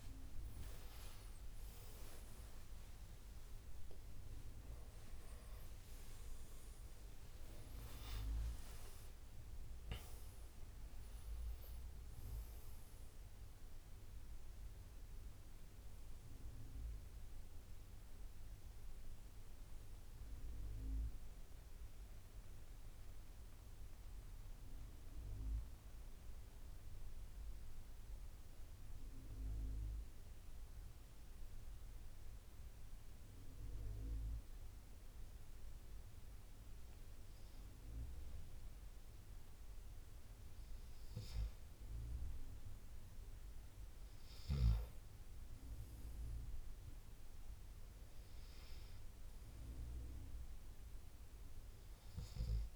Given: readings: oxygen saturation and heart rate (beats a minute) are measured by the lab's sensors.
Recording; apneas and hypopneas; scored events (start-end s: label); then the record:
breathing in sleep by a room microphone; 1
0.00-5.50 s: arousal
20.00-36.50 s: obstructive apnea (oxygen 93% before, 93% lowest, heart rate 83 before, 68 extreme, up 6 after)
38.50-42.00 s: arousal
From the record:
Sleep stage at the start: N2 (light sleep); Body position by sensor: on the left side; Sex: male